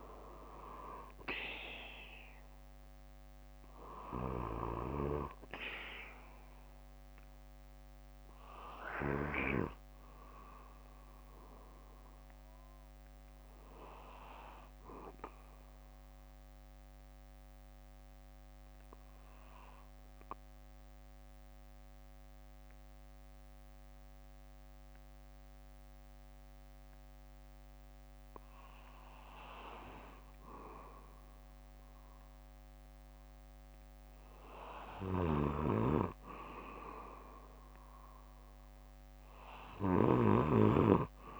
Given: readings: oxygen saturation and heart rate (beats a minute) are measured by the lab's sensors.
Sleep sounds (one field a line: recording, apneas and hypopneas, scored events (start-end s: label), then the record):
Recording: breathing in sleep by a microphone on the trachea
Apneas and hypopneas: 1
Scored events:
0.00-2.00 s: arousal
6.00-10.00 s: oxygen desaturation (device-marked, oxygen 96% before, 93% lowest, heart rate 61 before, 49 extreme)
16.50-29.00 s: obstructive apnea (oxygen 96% before, 93% lowest, heart rate 65 before, 49 extreme, up 4 after)
21.00-23.00 s: bradycardia (device-marked, heart rate 61 before, 62 extreme)
28.00-35.00 s: bradycardia (device-marked, heart rate 61 before, 49 extreme)
33.50-37.00 s: arousal
From the record:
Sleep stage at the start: N2 (light sleep)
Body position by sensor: on the back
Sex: male